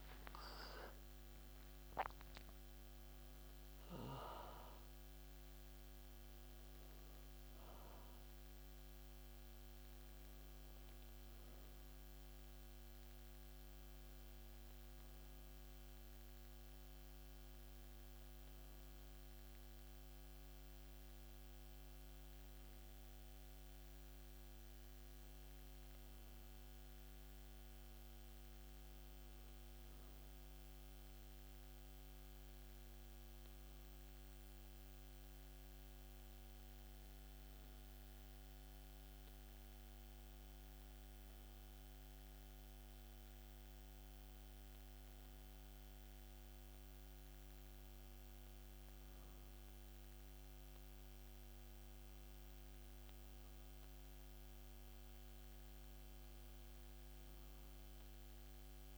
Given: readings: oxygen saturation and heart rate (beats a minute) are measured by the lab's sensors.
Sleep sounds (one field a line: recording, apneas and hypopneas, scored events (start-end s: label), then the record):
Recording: a person partly awake in a sleep study, hard to hear, by a microphone on the trachea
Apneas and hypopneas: none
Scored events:
23.00-58.98 s: new sleep stage, N1 (lightest sleep)
From the record:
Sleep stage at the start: awake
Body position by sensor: on the back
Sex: male